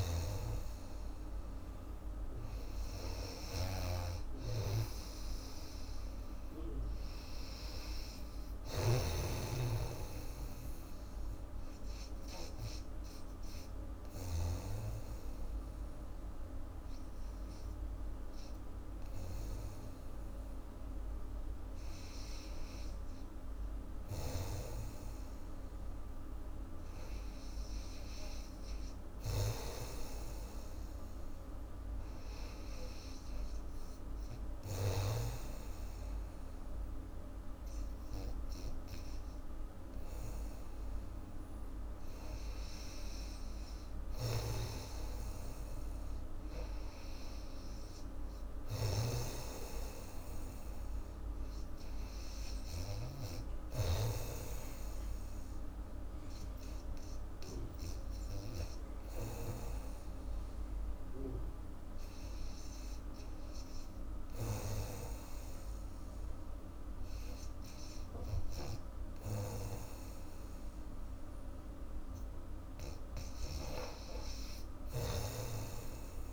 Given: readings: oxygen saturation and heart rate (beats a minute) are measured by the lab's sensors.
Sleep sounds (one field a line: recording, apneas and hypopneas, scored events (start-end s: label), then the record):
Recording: breathing in sleep by a room microphone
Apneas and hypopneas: 2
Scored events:
0.00-6.00 s: oxygen desaturation (device-marked, oxygen 91% lowest, heart rate 76 extreme)
0.00-14.50 s: snoring (device-marked)
10.00-22.50 s: hypopnea (oxygen 95% before, 90% lowest, heart rate 86 before, 76 extreme, up 0 after)
24.50-27.00 s: arousal
26.00-40.00 s: oxygen desaturation (device-marked, oxygen 96% before, 91% lowest, heart rate 84 before, 78 extreme)
44.00-54.00 s: snoring (device-marked)
53.00-57.00 s: oxygen desaturation (device-marked, oxygen 94% before, 90% lowest, heart rate 81 before, 79 extreme)
56.00-71.00 s: hypopnea (oxygen 94% before, 90% lowest, heart rate 82 before, 78 extreme)
73.00-76.00 s: arousal
75.00-76.33 s: snoring (device-marked)
From the record:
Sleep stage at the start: REM sleep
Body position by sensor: on the back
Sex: female